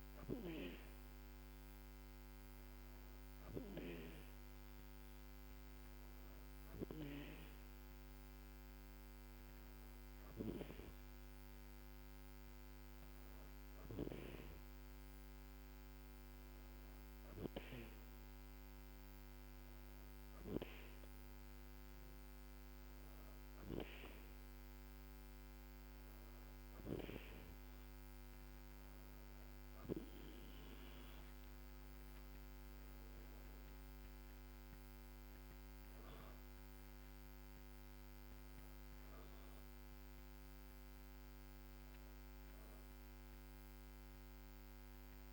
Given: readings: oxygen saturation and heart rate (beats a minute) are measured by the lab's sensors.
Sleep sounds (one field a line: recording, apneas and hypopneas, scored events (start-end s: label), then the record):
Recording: breathing in sleep by a microphone on the trachea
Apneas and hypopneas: none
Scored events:
30.50-34.50 s: arousal
From the record:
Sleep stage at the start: N2 (light sleep)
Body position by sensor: on the back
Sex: female